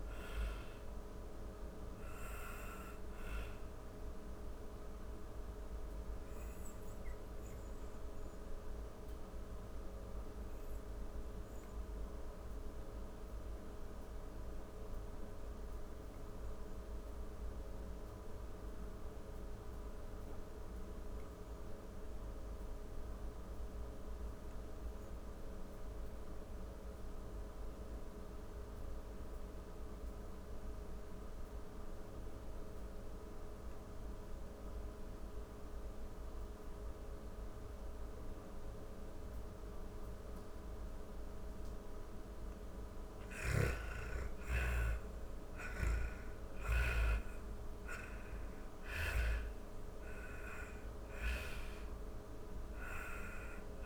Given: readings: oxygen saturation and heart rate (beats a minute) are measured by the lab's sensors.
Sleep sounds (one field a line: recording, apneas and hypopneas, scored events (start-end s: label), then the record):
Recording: breathing in sleep by a room microphone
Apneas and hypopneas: 1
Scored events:
0.00-15.50 s: oxygen desaturation (device-marked, oxygen 84% lowest, heart rate 40 extreme)
4.00-39.00 s: obstructive apnea (oxygen 98% before, 82% lowest, heart rate 66 before, 40 extreme, up 40 after)
33.50-40.50 s: oxygen desaturation (device-marked, oxygen 98% before, 93% lowest, heart rate 49 before, 39 extreme)
41.50-45.50 s: snoring (device-marked)
41.50-46.00 s: arousal
42.50-53.86 s: oxygen desaturation (device-marked, oxygen 96% before, 82% lowest, heart rate 50 before, 39 extreme)
From the record:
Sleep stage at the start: N2 (light sleep)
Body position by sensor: on the back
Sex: female